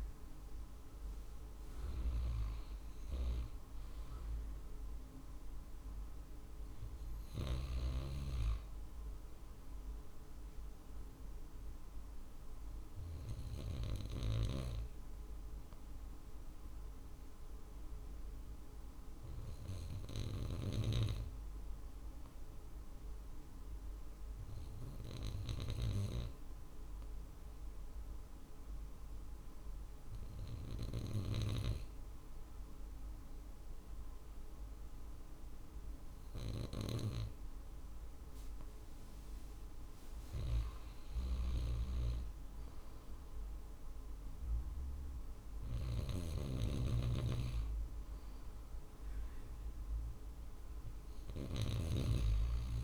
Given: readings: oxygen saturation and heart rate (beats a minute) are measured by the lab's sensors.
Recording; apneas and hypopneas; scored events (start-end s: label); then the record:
breathing in sleep by a room microphone; 1
3.50-15.50 s: drop in pulse transit time (device-marked, heart rate 50 before, 50 extreme)
13.00-38.00 s: obstructive apnea (oxygen 95% before, 93% lowest, heart rate 51 before, 49 extreme, up 2 after)
40.50-45.00 s: arousal
43.50-52.84 s: drop in pulse transit time (device-marked, heart rate 50 before, 50 extreme)
45.50-51.50 s: snoring (device-marked)
From the record:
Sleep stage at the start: N2 (light sleep); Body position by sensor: on the right side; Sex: male